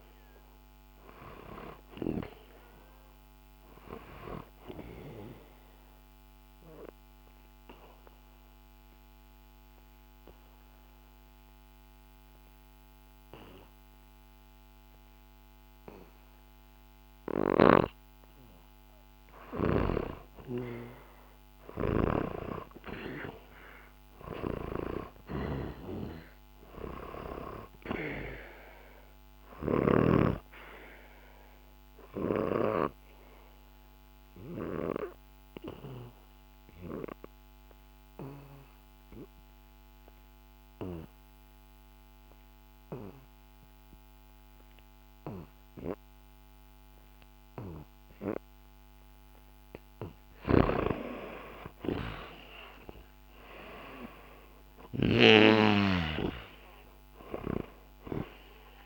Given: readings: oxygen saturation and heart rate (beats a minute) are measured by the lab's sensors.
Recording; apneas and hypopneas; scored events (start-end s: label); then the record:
breathing in sleep by a microphone on the trachea; 2
0.00-16.00 s: oxygen desaturation (device-marked, oxygen 90% lowest, heart rate 64 extreme)
4.50-19.50 s: obstructive apnea (oxygen 98% before, 88% lowest, heart rate 66 before, 64 extreme, up 0 after)
21.50-25.50 s: arousal
28.00-49.00 s: obstructive apnea (oxygen 98% before, 88% lowest, heart rate 67 before, 62 extreme, up 3 after)
30.00-43.00 s: oxygen desaturation (device-marked, oxygen 98% before, 93% lowest, heart rate 66 before, 62 extreme)
50.00-55.00 s: snoring (device-marked)
51.00-56.50 s: arousal
52.00-58.86 s: oxygen desaturation (device-marked, oxygen 95% before, 88% lowest, heart rate 65 before, 64 extreme)
From the record:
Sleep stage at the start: N2 (light sleep); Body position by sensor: on the back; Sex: male